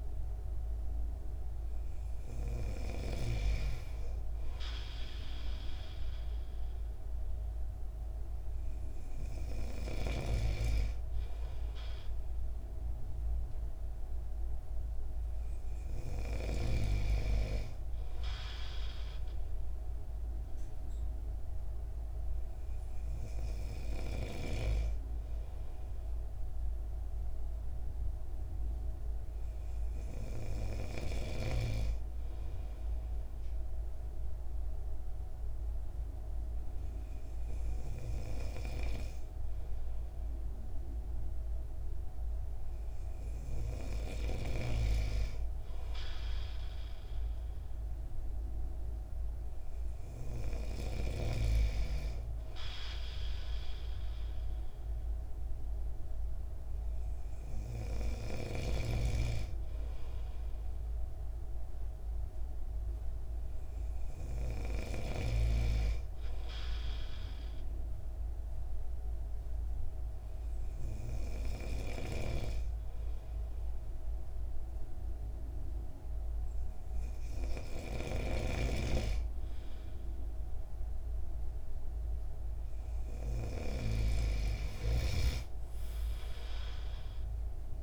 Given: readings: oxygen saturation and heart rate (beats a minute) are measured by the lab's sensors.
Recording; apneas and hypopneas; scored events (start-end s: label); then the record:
breathing in sleep by a room microphone; 2
33.00-45.50 s: hypopnea (oxygen 96% before, 93% lowest)
49.00-52.00 s: arousal
67.50-78.50 s: hypopnea (oxygen 96% before, 93% lowest)
78.00-84.00 s: snoring (device-marked)
80.50-85.00 s: arousal
From the record:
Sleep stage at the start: N2 (light sleep); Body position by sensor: on the right side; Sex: male